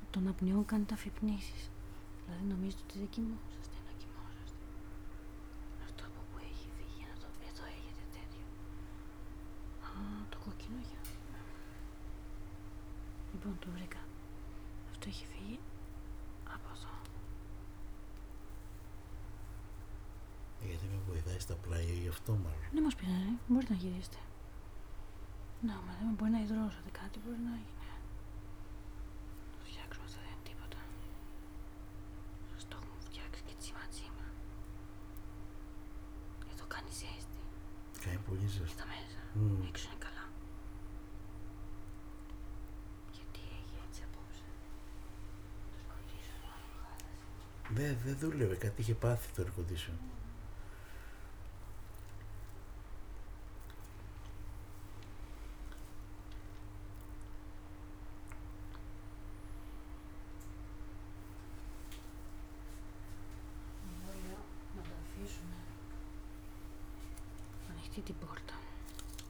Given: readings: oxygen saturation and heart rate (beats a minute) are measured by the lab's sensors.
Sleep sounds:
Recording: a person awake in a sleep study, by a room microphone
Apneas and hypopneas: none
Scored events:
none scored
From the record:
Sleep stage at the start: awake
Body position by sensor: on the back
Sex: male

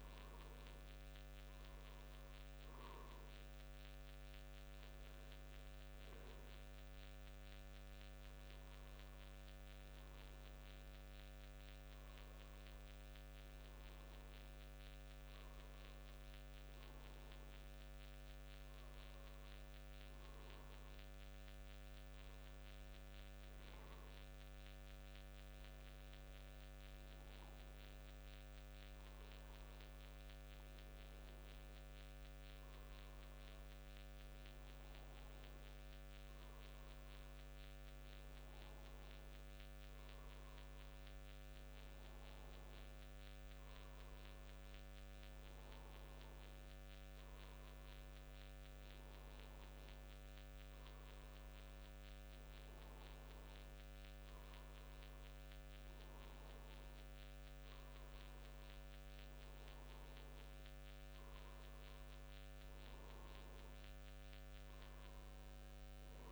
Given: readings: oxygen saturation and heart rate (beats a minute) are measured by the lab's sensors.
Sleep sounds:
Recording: a person partly awake in a sleep study, hard to hear, by a microphone on the trachea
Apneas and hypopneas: none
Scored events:
26.00-66.32 s: new sleep stage, N2 (light sleep)
From the record:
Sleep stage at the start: awake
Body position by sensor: on the front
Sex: male

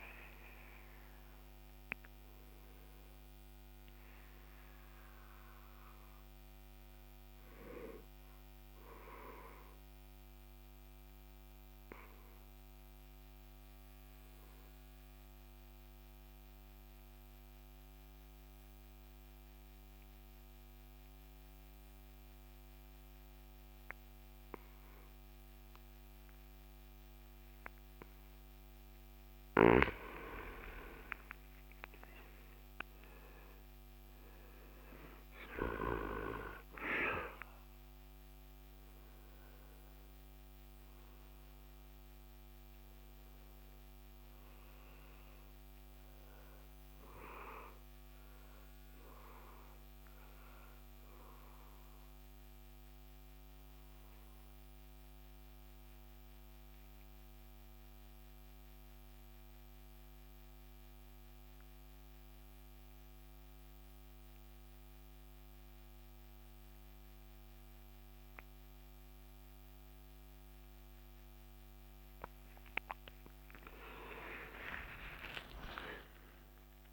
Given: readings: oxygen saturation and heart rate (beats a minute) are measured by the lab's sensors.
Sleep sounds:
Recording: breathing in sleep by a microphone on the trachea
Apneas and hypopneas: 2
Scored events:
0.00-4.50 s: oxygen desaturation (device-marked, oxygen 92% lowest, heart rate 66 extreme)
8.50-29.00 s: obstructive apnea (oxygen 95% before, 89% lowest, heart rate 74 before, 66 extreme, up 10 after)
25.50-31.50 s: oxygen desaturation (device-marked, oxygen 97% before, 91% lowest, heart rate 69 before, 68 extreme)
32.00-37.50 s: arousal
50.50-72.50 s: obstructive apnea (oxygen 98% before, 89% lowest, heart rate 72 before, 67 extreme, up 6 after)
63.50-74.50 s: oxygen desaturation (device-marked, oxygen 97% before, 89% lowest, heart rate 68 before, 68 extreme)
74.50-76.93 s: arousal
From the record:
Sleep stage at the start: N2 (light sleep)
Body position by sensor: on the right side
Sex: male

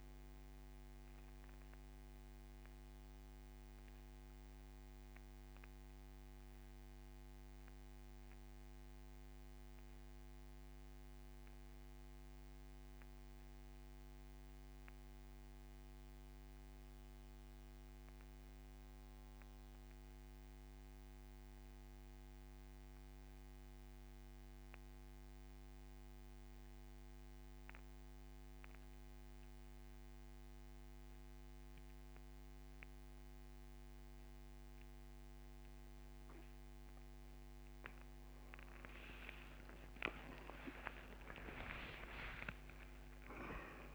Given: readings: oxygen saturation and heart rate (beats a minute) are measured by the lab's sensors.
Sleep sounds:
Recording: breathing in sleep by a microphone on the trachea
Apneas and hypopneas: 1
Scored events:
0.00-29.00 s: oxygen desaturation (device-marked, oxygen 88% lowest)
1.00-36.50 s: mixed apnea (oxygen 98% before, 85% lowest)
39.00-43.50 s: arousal
From the record:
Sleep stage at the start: N2 (light sleep)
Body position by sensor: on the back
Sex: male

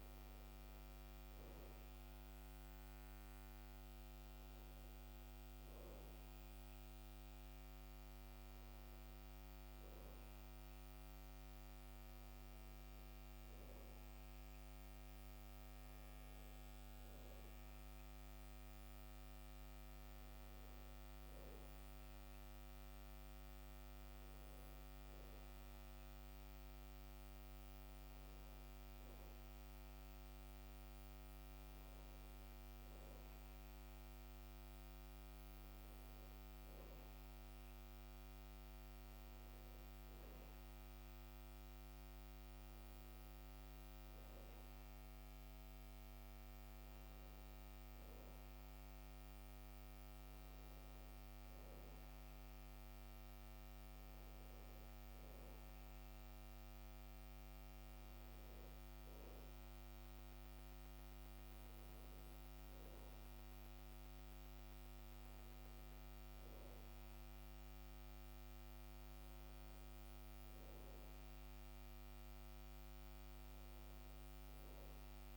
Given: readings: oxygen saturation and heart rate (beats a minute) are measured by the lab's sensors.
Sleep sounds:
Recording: breathing in sleep, hard to hear, by a microphone on the trachea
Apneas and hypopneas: none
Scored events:
none scored
From the record:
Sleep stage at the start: N2 (light sleep)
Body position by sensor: on the back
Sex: male

